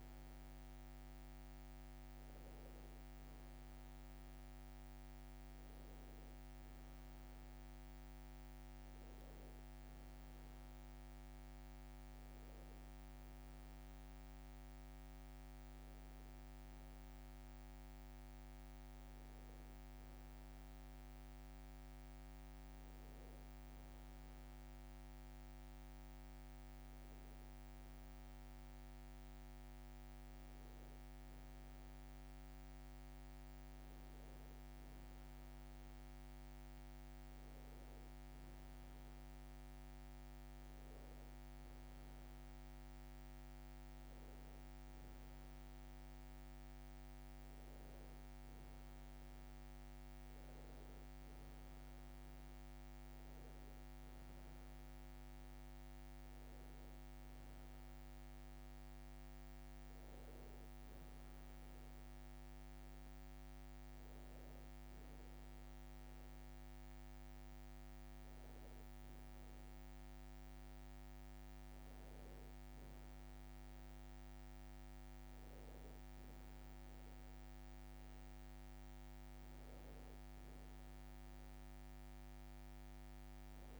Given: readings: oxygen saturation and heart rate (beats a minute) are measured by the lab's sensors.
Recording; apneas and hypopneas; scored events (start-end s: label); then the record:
breathing in sleep, hard to hear, by a microphone on the trachea; none
none scored
From the record:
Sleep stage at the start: N1 (lightest sleep); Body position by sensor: on the back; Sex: male